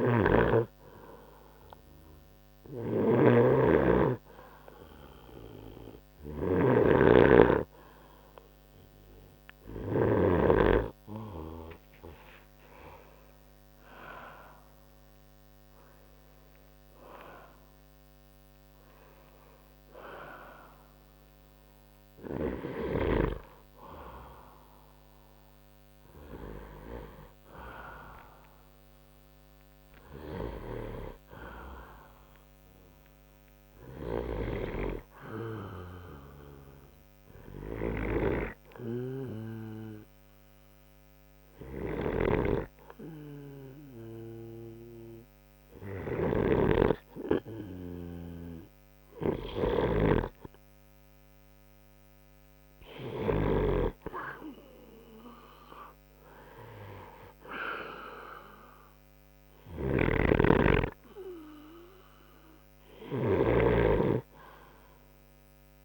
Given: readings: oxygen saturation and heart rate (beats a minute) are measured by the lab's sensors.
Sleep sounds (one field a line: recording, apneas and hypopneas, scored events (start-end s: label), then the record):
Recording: breathing in sleep by a microphone on the trachea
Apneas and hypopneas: 1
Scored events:
0.00-10.50 s: snoring (device-marked)
12.00-16.00 s: arousal
29.00-33.00 s: arousal
36.50-49.00 s: hypopnea (oxygen 95% before, 92% lowest, heart rate 67 before, 61 extreme, up 2 after)
38.00-65.85 s: snoring (device-marked)
51.00-54.00 s: arousal
59.00-65.85 s: oxygen desaturation (device-marked, oxygen 95% before, 92% lowest, heart rate 63 before, 61 extreme)
From the record:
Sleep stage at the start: N2 (light sleep)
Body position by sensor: on the right side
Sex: male